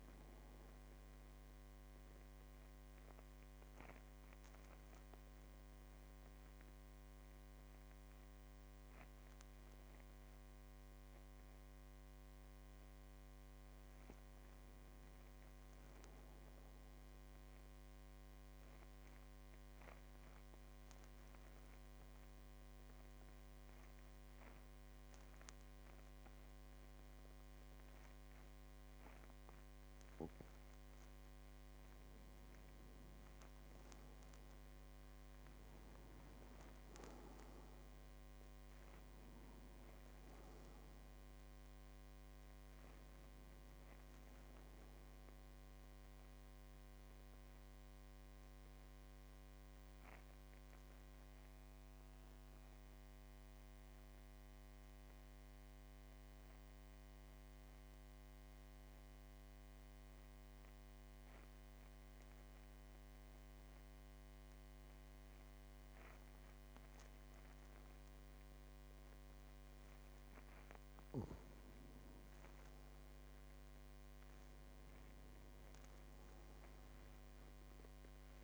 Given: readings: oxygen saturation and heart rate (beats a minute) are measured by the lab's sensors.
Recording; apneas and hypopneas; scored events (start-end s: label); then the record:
breathing in sleep, hard to hear, by a microphone on the trachea; 3
0.00-13.50 s: oxygen desaturation (device-marked, oxygen 92% lowest, heart rate 47 extreme)
1.50-11.50 s: mixed apnea (oxygen 97% before, 92% lowest, heart rate 52 before, 47 extreme, up 4 after)
18.50-30.50 s: obstructive apnea (oxygen 98% before, 91% lowest, heart rate 49 before, 46 extreme, up 6 after)
33.50-37.00 s: arousal
36.50-57.50 s: oxygen desaturation (device-marked, oxygen 96% before, 92% lowest, heart rate 52 before, 46 extreme)
45.50-69.00 s: mixed apnea (oxygen 98% before, 91% lowest, heart rate 55 before, 46 extreme, up 6 after)
71.50-76.00 s: arousal
73.50-78.43 s: oxygen desaturation (device-marked, oxygen 99% before, 91% lowest, heart rate 50 before, 46 extreme)
From the record:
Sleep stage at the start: N2 (light sleep); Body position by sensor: on the back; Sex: male